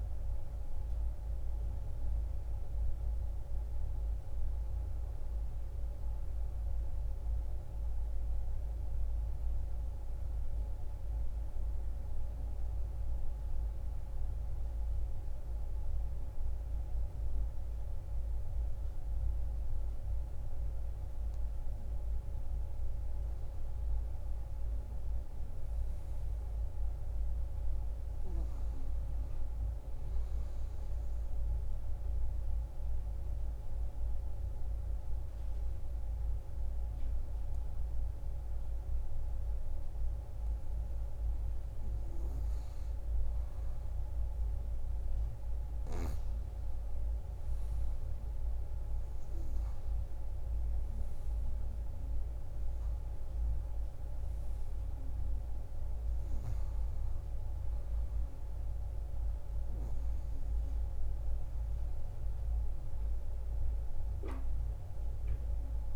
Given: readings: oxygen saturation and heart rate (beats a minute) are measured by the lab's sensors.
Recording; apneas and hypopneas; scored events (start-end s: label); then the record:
breathing in sleep, hard to hear, by a room microphone; 2
0.00-8.50 s: oxygen desaturation (device-marked, oxygen 87% lowest)
7.50-10.50 s: arousal
13.00-23.00 s: obstructive apnea (oxygen 99% before, 94% lowest)
24.50-27.50 s: arousal
26.50-43.50 s: oxygen desaturation (device-marked, oxygen 98% before, 94% lowest)
31.50-43.00 s: obstructive apnea (oxygen 99% before, 89% lowest)
45.00-48.00 s: arousal
From the record:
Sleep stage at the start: N2 (light sleep); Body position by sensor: on the back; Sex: female